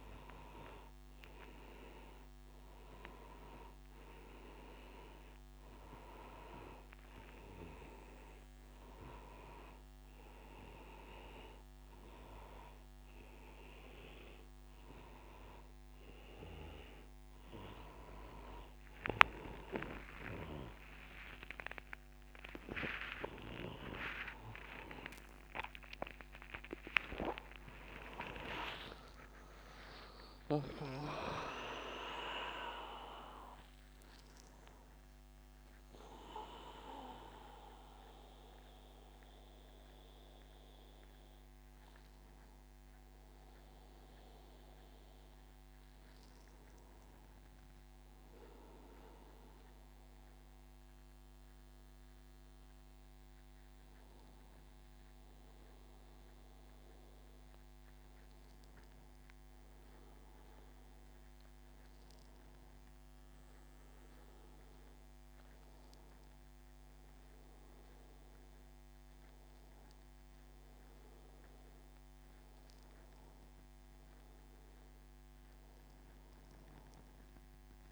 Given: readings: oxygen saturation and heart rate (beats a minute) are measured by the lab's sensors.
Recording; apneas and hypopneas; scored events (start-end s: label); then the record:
a person awake in a sleep study, by a microphone on the trachea; none
none scored
From the record:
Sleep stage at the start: awake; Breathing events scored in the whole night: 284 in 4.1 hours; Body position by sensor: on the back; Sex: male